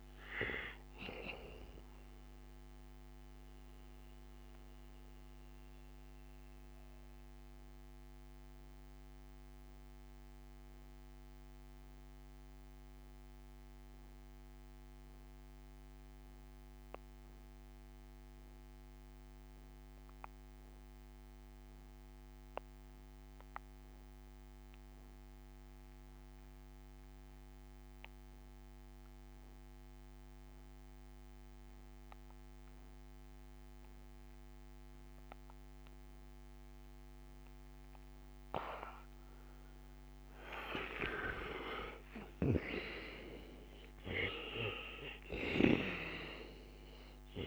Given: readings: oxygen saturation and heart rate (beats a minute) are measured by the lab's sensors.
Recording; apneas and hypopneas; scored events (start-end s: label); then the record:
breathing in sleep by a microphone on the trachea; 1
0.00-19.00 s: oxygen desaturation (device-marked, oxygen 82% lowest, heart rate 58 extreme)
2.00-40.00 s: mixed apnea (oxygen 97% before, 80% lowest, heart rate 62 before, 58 extreme, up 4 after)
35.00-47.46 s: oxygen desaturation (device-marked, oxygen 97% before, 80% lowest, heart rate 70 before, 56 extreme)
41.50-47.00 s: arousal
From the record:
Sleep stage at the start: N2 (light sleep); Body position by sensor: on the back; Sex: male